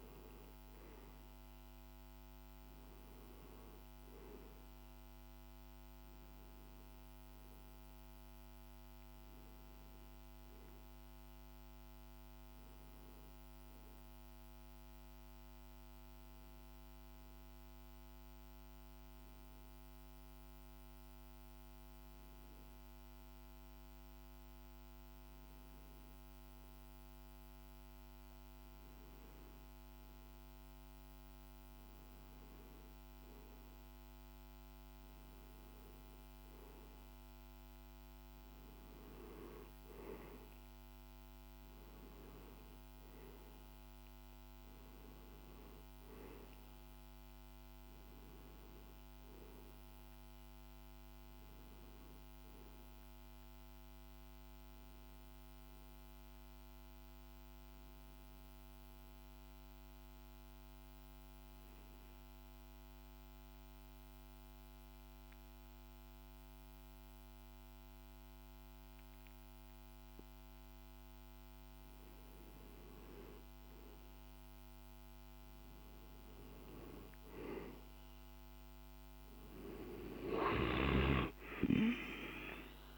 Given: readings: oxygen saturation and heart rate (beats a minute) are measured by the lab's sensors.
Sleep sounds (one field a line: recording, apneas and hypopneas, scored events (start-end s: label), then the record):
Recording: breathing in sleep by a microphone on the trachea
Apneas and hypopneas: 2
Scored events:
0.00-13.50 s: oxygen desaturation (device-marked, oxygen 92% lowest, heart rate 53 extreme)
3.50-82.98 s: new sleep stage, N2 (light sleep)
15.00-28.50 s: hypopnea (oxygen 95% before, 90% lowest, heart rate 54 before, 53 extreme, up 2 after)
30.50-35.00 s: arousal
61.50-72.00 s: obstructive apnea (oxygen 96% before, 90% lowest, heart rate 55 before, 53 extreme, up 1 after)
74.50-82.98 s: oxygen desaturation (device-marked, oxygen 96% before, 90% lowest, heart rate 54 before, 52 extreme)
75.00-79.00 s: arousal
From the record:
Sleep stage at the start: N1 (lightest sleep)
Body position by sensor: on the back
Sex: male